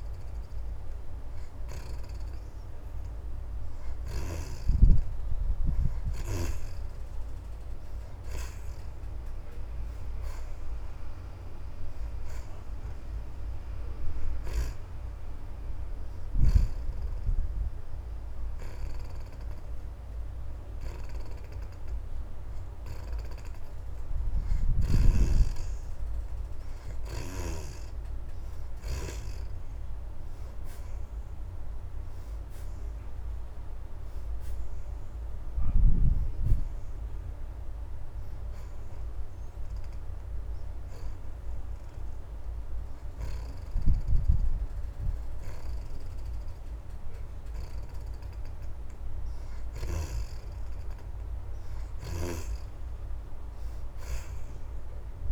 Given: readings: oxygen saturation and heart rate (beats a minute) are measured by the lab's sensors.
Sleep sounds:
breathing in sleep by a room microphone; 1
5.50-16.50 s: oxygen desaturation (device-marked, oxygen 74% before, 64% lowest)
15.00-25.00 s: hypopnea (oxygen 74% before, 64% lowest)
18.50-33.50 s: oxygen desaturation (device-marked, oxygen 73% before, 68% lowest)
29.50-33.50 s: arousal
47.50-55.32 s: oxygen desaturation (device-marked, oxygen 74% before, 64% lowest)
From the record:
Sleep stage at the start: N2 (light sleep); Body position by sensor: on the back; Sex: female

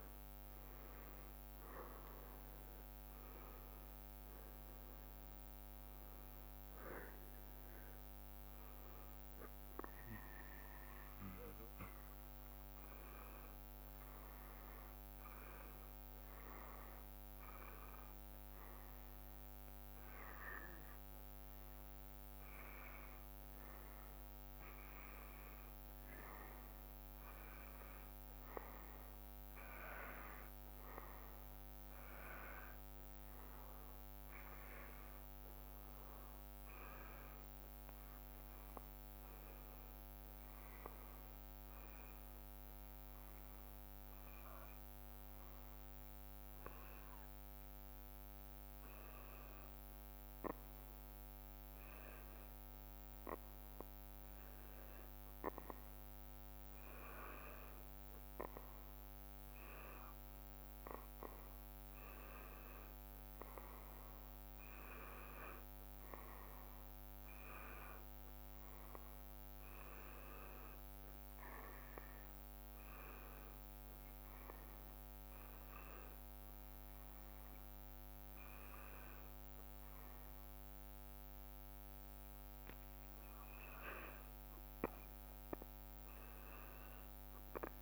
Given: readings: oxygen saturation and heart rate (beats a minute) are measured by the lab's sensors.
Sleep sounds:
breathing in sleep by a microphone on the trachea; none
none scored
From the record:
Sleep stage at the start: N2 (light sleep); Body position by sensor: on the back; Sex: male

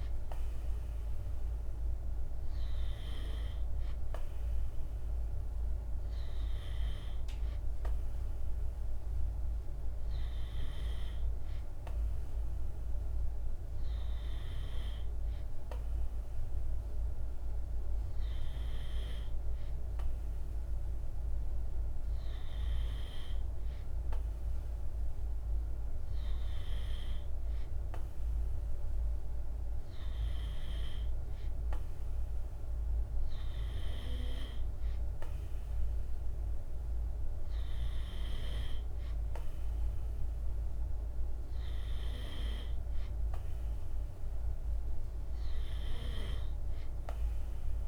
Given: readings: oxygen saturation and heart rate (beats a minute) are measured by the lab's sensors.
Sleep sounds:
breathing in sleep by a room microphone; none
none scored
From the record:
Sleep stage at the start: N2 (light sleep); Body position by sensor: on the right side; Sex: male

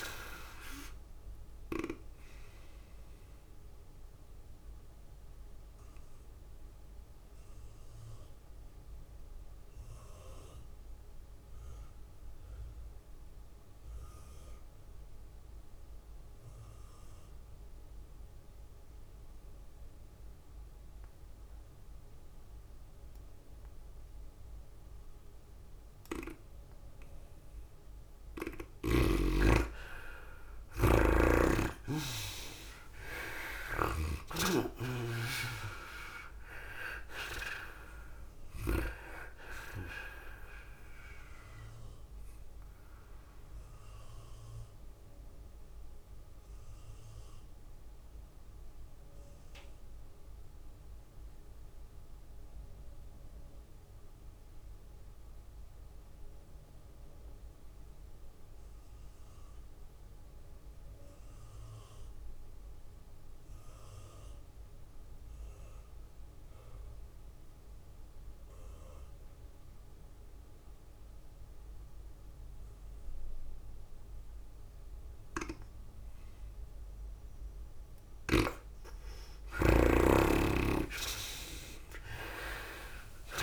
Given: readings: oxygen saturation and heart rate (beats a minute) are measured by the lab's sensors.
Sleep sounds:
breathing in sleep by a room microphone; 2
0.00-12.50 s: drop in pulse transit time (device-marked, heart rate 106 extreme)
0.00-14.50 s: oxygen desaturation (device-marked, oxygen 82% lowest, heart rate 99 extreme)
0.00-20.50 s: tachycardia (device-marked, heart rate 109 extreme)
3.50-28.00 s: obstructive apnea (oxygen 96% before, 79% lowest, heart rate 101 before, 95 extreme, up 8 after)
27.50-46.50 s: tachycardia (device-marked, heart rate 104 before, 110 extreme)
27.50-56.50 s: oxygen desaturation (device-marked, oxygen 98% before, 80% lowest, heart rate 104 before, 94 extreme)
30.50-34.00 s: arousal
35.50-50.50 s: drop in pulse transit time (device-marked, heart rate 102 before, 97 extreme)
43.50-75.00 s: mixed apnea (oxygen 98% before, 75% lowest, heart rate 104 before, 94 extreme, up 3 after)
48.50-50.50 s: long interval between heartbeats (device-marked, heart rate 107 before, 97 extreme)
52.50-60.50 s: tachycardia (device-marked, heart rate 104 before, 103 extreme)
66.50-83.42 s: oxygen desaturation (device-marked, oxygen 100% before, 75% lowest, heart rate 100 before, 91 extreme)
77.50-83.42 s: tachycardia (device-marked, heart rate 104 before, 111 extreme)
79.50-83.42 s: arousal
From the record:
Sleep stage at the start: N2 (light sleep); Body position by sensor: on the back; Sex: female

